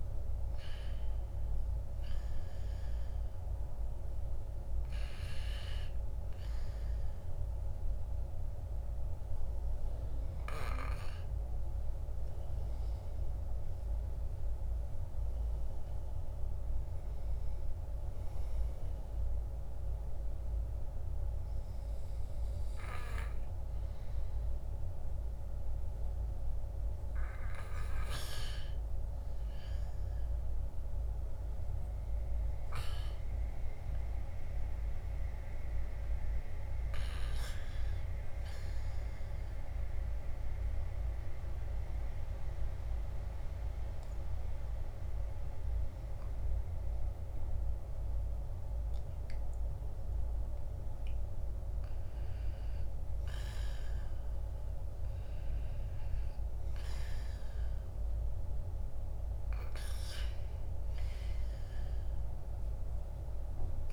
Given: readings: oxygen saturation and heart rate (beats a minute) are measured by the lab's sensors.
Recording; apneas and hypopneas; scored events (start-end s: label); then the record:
breathing in sleep, hard to hear, by a room microphone; 1
40.00-51.50 s: obstructive apnea (oxygen 98% before, 94% lowest, heart rate 60 before, 64 extreme, up 8 after)
42.50-61.50 s: oxygen desaturation (device-marked, oxygen 97% before, 94% lowest, heart rate 60 before, 62 extreme)
53.00-57.00 s: arousal
From the record:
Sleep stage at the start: REM sleep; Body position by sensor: on the back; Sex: male